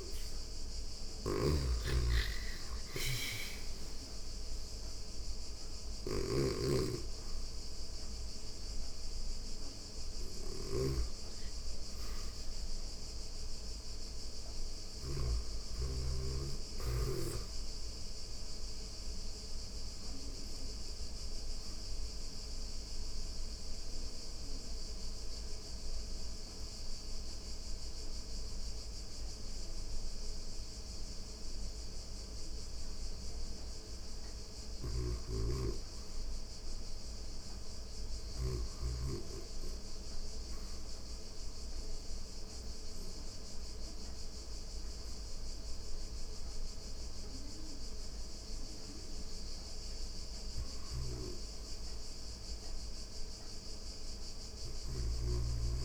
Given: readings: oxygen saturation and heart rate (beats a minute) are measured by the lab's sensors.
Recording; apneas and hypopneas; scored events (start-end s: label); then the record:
breathing in sleep by a room microphone; 2
0.00-14.50 s: snoring (device-marked)
0.00-15.50 s: oxygen desaturation (device-marked, oxygen 84% lowest, heart rate 86 extreme)
8.50-55.85 s: new sleep stage, REM sleep
18.00-33.50 s: obstructive apnea (oxygen 97% before, 75% lowest, heart rate 90 before, 85 extreme, up 0 after)
33.50-37.50 s: snoring (device-marked)
33.50-53.50 s: oxygen desaturation (device-marked, oxygen 97% before, 86% lowest, heart rate 88 before, 85 extreme)
35.50-38.50 s: arousal
40.00-51.50 s: obstructive apnea (oxygen 97% before, 75% lowest, heart rate 88 before, 86 extreme, up 1 after)
50.00-55.85 s: snoring (device-marked)
54.00-55.85 s: arousal
From the record:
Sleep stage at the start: N2 (light sleep); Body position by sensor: on the back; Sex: female